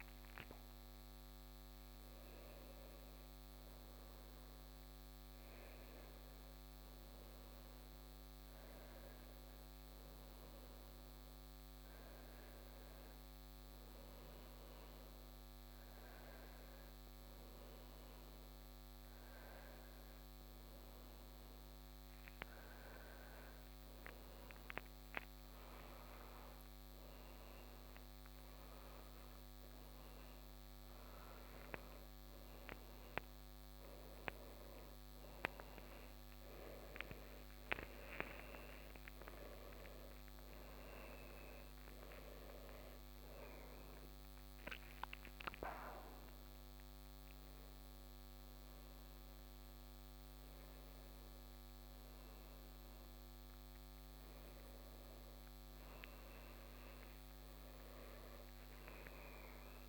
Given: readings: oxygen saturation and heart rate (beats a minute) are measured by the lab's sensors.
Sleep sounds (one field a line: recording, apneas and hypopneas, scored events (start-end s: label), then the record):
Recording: a person awake in a sleep study, by a microphone on the trachea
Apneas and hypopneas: none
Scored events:
4.50-25.50 s: oxygen desaturation (device-marked, oxygen 99% before, 95% lowest)
From the record:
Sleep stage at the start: awake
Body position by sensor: on the back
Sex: male